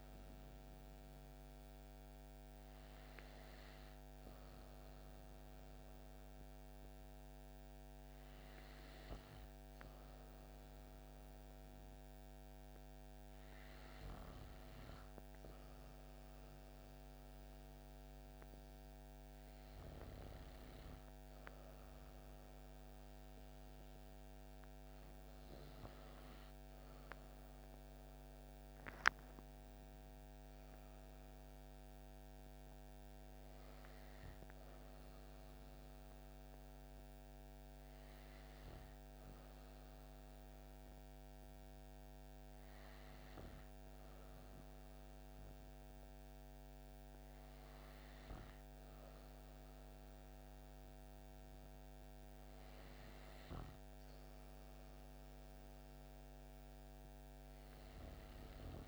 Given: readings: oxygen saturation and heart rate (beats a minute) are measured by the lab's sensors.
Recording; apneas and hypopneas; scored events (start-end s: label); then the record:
breathing in sleep, hard to hear, by a microphone on the trachea; none
none scored
From the record:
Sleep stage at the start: N2 (light sleep); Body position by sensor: on the back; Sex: female